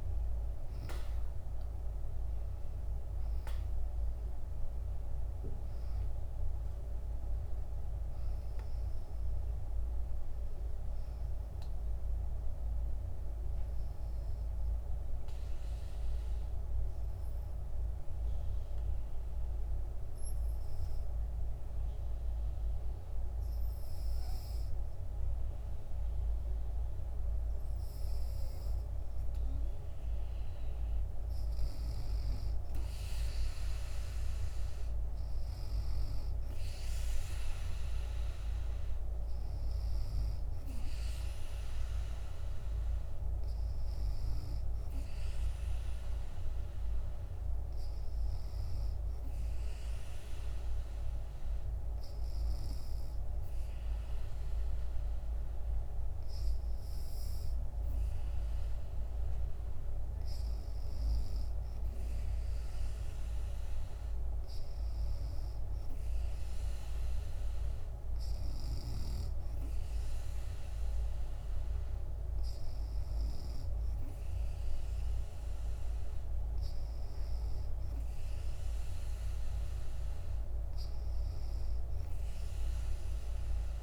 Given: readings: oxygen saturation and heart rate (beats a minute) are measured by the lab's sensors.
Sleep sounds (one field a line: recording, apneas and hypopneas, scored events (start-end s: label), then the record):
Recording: breathing in sleep, hard to hear, by a room microphone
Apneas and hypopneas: 1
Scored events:
0.00-20.00 s: oxygen desaturation (device-marked, oxygen 92% lowest, heart rate 67 extreme)
12.50-30.00 s: obstructive apnea (oxygen 98% before, 92% lowest, heart rate 72 before, 62 extreme, up 1 after)
32.00-35.00 s: arousal
34.00-54.00 s: oxygen desaturation (device-marked, oxygen 97% before, 93% lowest, heart rate 71 before, 62 extreme)
From the record:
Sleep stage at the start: N2 (light sleep)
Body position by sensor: on the back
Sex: female